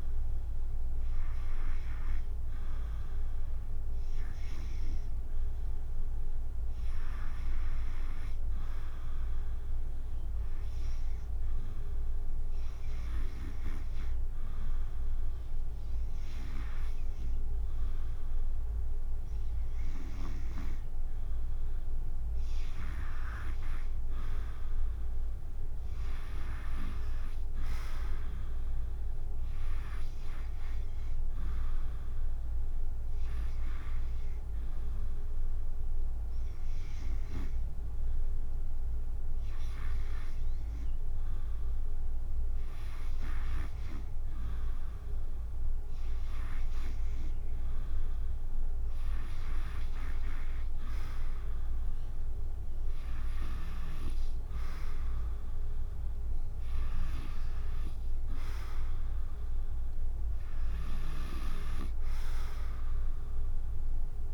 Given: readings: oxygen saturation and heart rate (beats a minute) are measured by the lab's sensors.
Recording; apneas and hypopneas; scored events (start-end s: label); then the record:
breathing in sleep by a room microphone; 1
0.00-3.50 s: arousal
4.00-21.00 s: oxygen desaturation (device-marked, oxygen 97% before, 93% lowest, heart rate 68 before, 69 extreme)
25.00-29.00 s: arousal
31.50-44.00 s: hypopnea (oxygen 96% before, 93% lowest, heart rate 71 before, 69 extreme, up 6 after)
57.00-62.50 s: arousal
From the record:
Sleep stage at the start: REM sleep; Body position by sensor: on the back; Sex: female